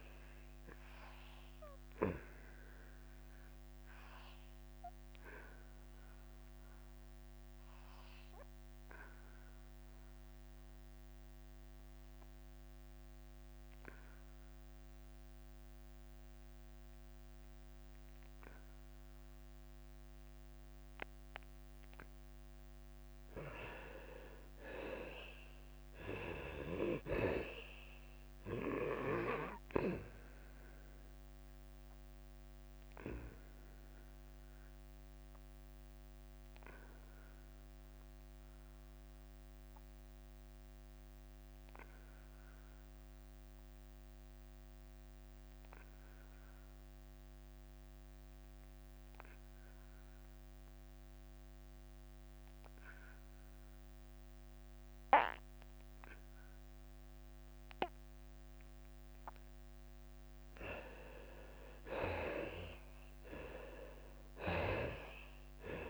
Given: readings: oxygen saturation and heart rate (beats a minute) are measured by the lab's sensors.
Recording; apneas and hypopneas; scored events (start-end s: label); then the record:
breathing in sleep by a microphone on the trachea; 2
0.00-9.50 s: drop in pulse transit time (device-marked, heart rate 91 extreme)
0.00-24.50 s: oxygen desaturation (device-marked, oxygen 76% lowest, heart rate 89 extreme)
5.00-22.00 s: obstructive apnea (oxygen 97% before, 76% lowest, heart rate 92 before, 90 extreme, up 2 after)
24.50-36.50 s: drop in pulse transit time (device-marked, heart rate 93 before, 90 extreme)
25.00-28.50 s: arousal
33.50-60.50 s: obstructive apnea (oxygen 96% before, 77% lowest, heart rate 92 before, 87 extreme, up 6 after)
45.50-51.50 s: oxygen desaturation (device-marked, oxygen 92% before, 85% lowest, heart rate 92 before, 87 extreme)
63.50-65.90 s: arousal
63.50-65.90 s: drop in pulse transit time (device-marked, heart rate 88 before, 89 extreme)
From the record:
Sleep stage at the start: N2 (light sleep); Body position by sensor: on the back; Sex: male